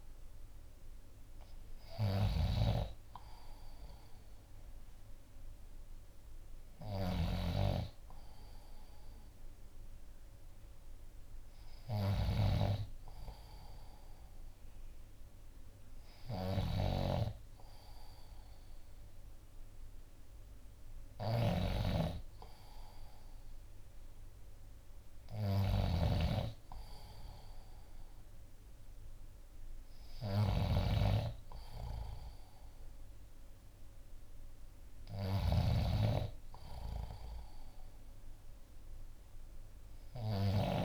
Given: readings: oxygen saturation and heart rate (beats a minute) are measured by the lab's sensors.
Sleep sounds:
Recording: breathing in sleep by a room microphone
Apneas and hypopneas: none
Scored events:
0.00-40.50 s: snoring (device-marked)
From the record:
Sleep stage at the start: N2 (light sleep)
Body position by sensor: on the back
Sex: male

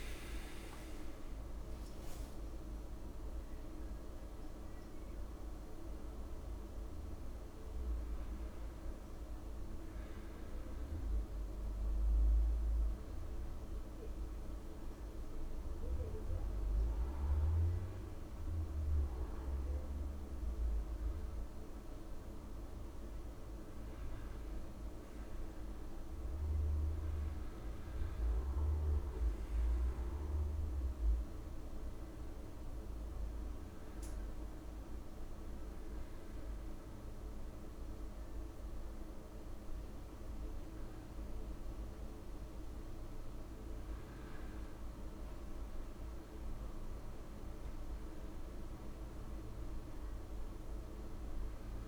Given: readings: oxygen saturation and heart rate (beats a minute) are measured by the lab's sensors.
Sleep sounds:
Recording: breathing in sleep, hard to hear, by a room microphone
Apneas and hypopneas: none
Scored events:
none scored
From the record:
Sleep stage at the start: N2 (light sleep)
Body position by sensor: on the back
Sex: male

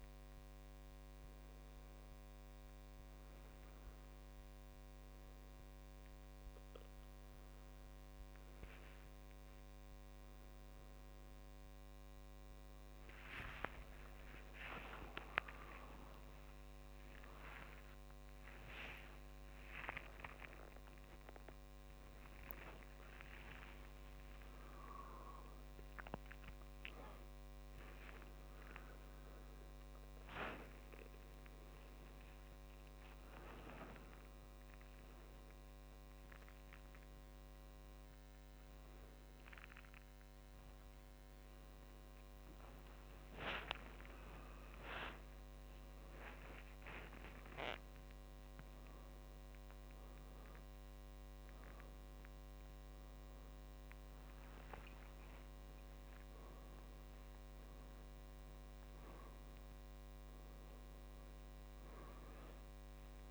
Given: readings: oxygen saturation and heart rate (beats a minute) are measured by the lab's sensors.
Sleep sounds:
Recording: a person awake in a sleep study, by a microphone on the trachea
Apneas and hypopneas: none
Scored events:
8.00-10.00 s: long interval between heartbeats (device-marked, heart rate 80 before, 79 extreme)
11.00-25.00 s: tachycardia (device-marked, heart rate 63 before, 169 extreme)
15.00-17.00 s: long interval between heartbeats (device-marked, heart rate 80 before, 120 extreme)
19.50-21.50 s: long interval between heartbeats (device-marked, heart rate 90 before, 148 extreme)
20.00-21.00 s: drop in pulse transit time (device-marked, heart rate 95 before, 148 extreme)
23.50-25.50 s: long interval between heartbeats (device-marked, heart rate 105 before, 158 extreme)
32.00-42.00 s: drop in pulse transit time (device-marked, heart rate 121 before, 80 extreme)
32.50-34.50 s: long interval between heartbeats (device-marked, heart rate 121 before, 80 extreme)
33.00-42.00 s: tachycardia (device-marked, heart rate 66 before, 131 extreme)
36.50-38.50 s: long interval between heartbeats (device-marked, heart rate 120 before, 115 extreme)
39.00-41.00 s: long interval between heartbeats (device-marked, heart rate 117 before, 108 extreme)
46.00-53.00 s: tachycardia (device-marked, heart rate 68 before, 120 extreme)
46.50-48.50 s: long interval between heartbeats (device-marked, heart rate 104 before, 77 extreme)
51.00-53.00 s: long interval between heartbeats (device-marked, heart rate 103 before, 115 extreme)
54.50-56.50 s: long interval between heartbeats (device-marked, heart rate 108 before, 107 extreme)
62.00-63.31 s: tachycardia (device-marked, heart rate 69 before, 131 extreme)
From the record:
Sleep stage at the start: awake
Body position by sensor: on the right side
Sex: male

